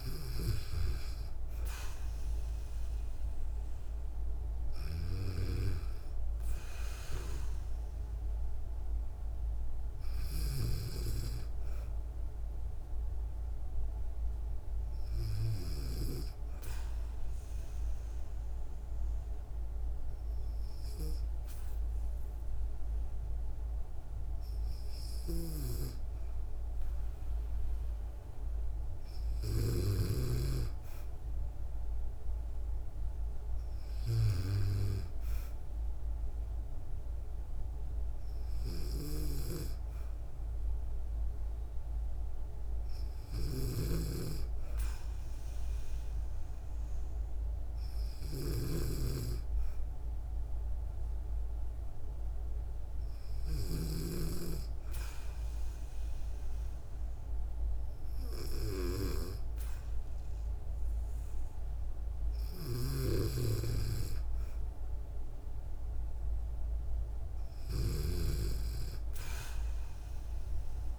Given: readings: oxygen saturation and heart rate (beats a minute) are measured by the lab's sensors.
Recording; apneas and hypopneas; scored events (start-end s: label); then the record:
breathing in sleep by a room microphone; 2
9.00-12.00 s: arousal
15.50-26.50 s: obstructive apnea (oxygen 95% before, 94% lowest, heart rate 64 before, 61 extreme, up 2 after)
29.00-33.00 s: arousal
43.00-53.50 s: snoring (device-marked)
50.00-62.00 s: hypopnea (oxygen 97% before, 94% lowest, heart rate 63 before, 62 extreme, up 2 after)
62.00-70.99 s: snoring (device-marked)
63.50-66.50 s: arousal
From the record:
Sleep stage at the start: N2 (light sleep); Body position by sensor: on the back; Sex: female